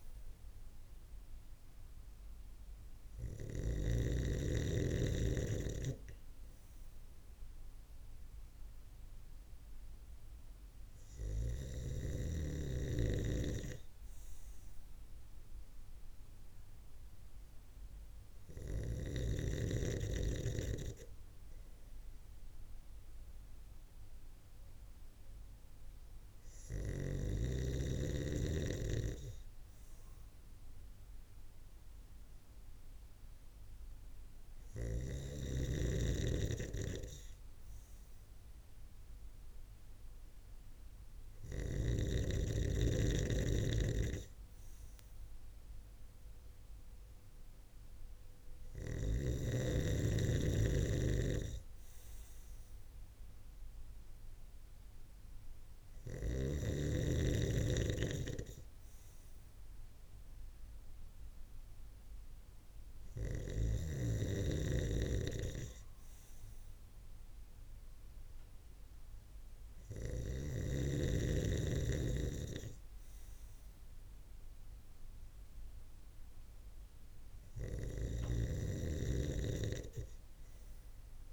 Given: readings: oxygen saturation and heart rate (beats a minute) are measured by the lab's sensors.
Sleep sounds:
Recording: breathing in sleep by a room microphone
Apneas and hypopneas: none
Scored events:
none scored
From the record:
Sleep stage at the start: N3 (deep sleep)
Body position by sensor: on the right side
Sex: male

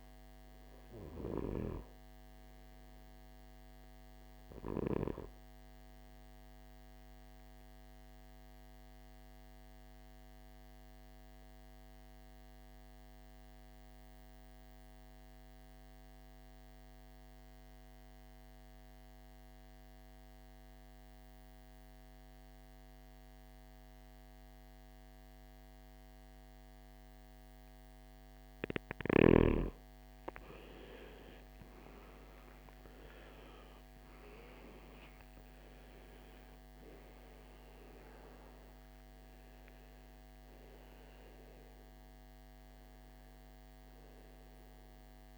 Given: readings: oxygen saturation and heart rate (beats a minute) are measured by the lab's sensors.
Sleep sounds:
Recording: breathing in sleep by a microphone on the trachea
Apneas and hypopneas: 1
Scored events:
0.00-15.50 s: oxygen desaturation (device-marked, oxygen 92% lowest, heart rate 54 extreme)
6.50-28.00 s: obstructive apnea (oxygen 100% before, 86% lowest, heart rate 64 before, 55 extreme, up 14 after)
27.50-45.38 s: oxygen desaturation (device-marked, oxygen 98% before, 86% lowest, heart rate 59 before, 53 extreme)
30.00-34.00 s: arousal
From the record:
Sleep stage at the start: N2 (light sleep)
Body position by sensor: on the right side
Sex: male

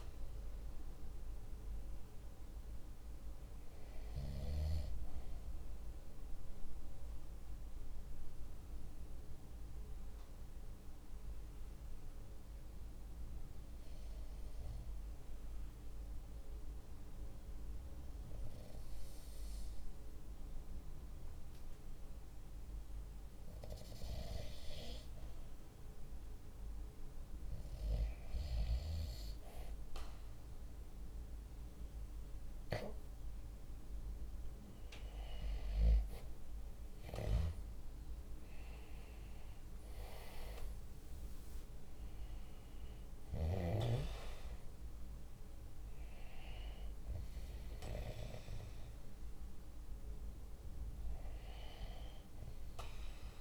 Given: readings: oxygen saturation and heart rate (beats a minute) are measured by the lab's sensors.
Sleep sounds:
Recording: breathing in sleep by a room microphone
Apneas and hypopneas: 1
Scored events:
5.50-22.50 s: obstructive apnea (oxygen 97% before, 93% lowest, heart rate 47 before, 45 extreme, up 0 after)
25.00-29.00 s: arousal
39.00-51.00 s: oxygen desaturation (device-marked, oxygen 97% before, 93% lowest, heart rate 47 before, 46 extreme)
From the record:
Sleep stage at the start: N2 (light sleep)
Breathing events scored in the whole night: 239 in 6.0 hours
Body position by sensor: on the right side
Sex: male

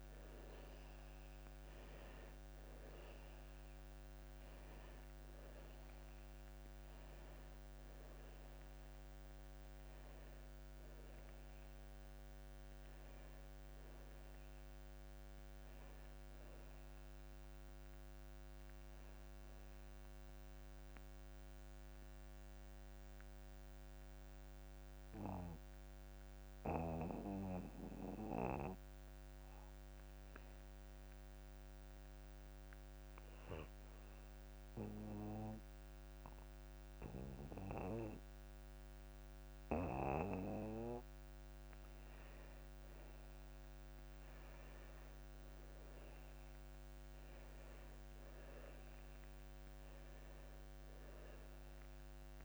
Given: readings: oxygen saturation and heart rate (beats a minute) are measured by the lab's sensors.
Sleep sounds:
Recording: breathing in sleep by a microphone on the trachea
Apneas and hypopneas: 1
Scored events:
0.00-2.00 s: arousal
0.00-32.00 s: oxygen desaturation (device-marked, oxygen 85% lowest)
21.50-41.50 s: obstructive apnea (oxygen 96% before, 85% lowest)
44.00-48.00 s: arousal
49.00-52.45 s: oxygen desaturation (device-marked, oxygen 99% before, 90% lowest)
From the record:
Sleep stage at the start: N2 (light sleep)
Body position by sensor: on the back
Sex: male

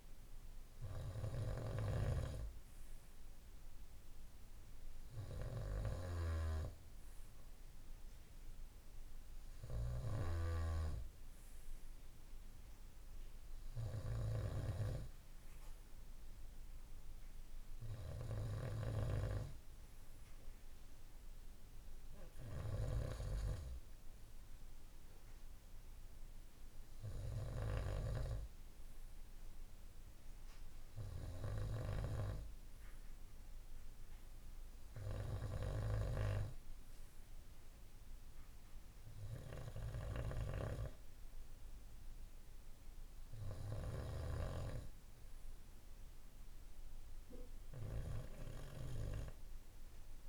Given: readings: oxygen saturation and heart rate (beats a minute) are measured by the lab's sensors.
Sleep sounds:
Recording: breathing in sleep by a room microphone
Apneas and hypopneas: none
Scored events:
0.00-10.50 s: snoring (device-marked)
From the record:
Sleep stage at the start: N2 (light sleep)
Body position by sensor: on the right side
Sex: male

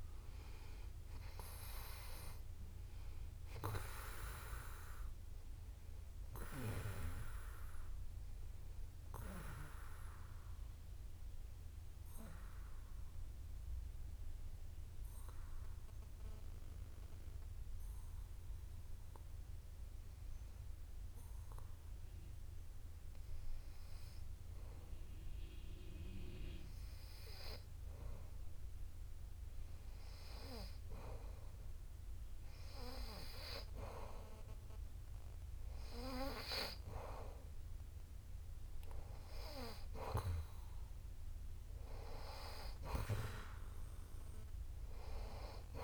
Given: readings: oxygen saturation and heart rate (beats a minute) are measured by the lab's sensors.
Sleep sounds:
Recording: breathing in sleep by a room microphone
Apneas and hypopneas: 1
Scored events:
0.00-24.50 s: oxygen desaturation (device-marked, oxygen 90% lowest)
11.50-27.50 s: obstructive apnea (oxygen 95% before, 91% lowest)
30.00-34.00 s: arousal
38.50-45.83 s: oxygen desaturation (device-marked, oxygen 96% before, 92% lowest)
From the record:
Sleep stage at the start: N2 (light sleep)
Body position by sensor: on the back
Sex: male

